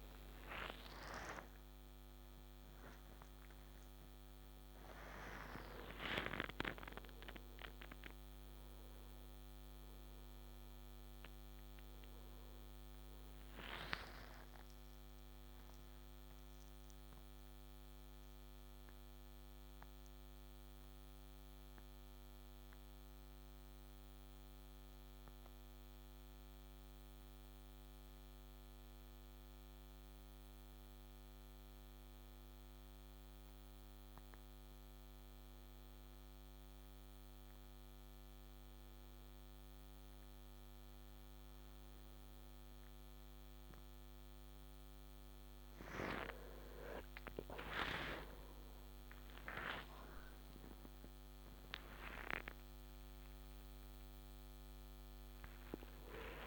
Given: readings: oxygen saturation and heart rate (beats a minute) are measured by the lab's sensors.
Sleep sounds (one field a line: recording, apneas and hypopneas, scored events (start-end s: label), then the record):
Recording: a person awake in a sleep study, by a microphone on the trachea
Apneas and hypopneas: none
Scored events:
49.00-56.47 s: new sleep stage, N1 (lightest sleep)
From the record:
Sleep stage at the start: awake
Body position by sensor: on the back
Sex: male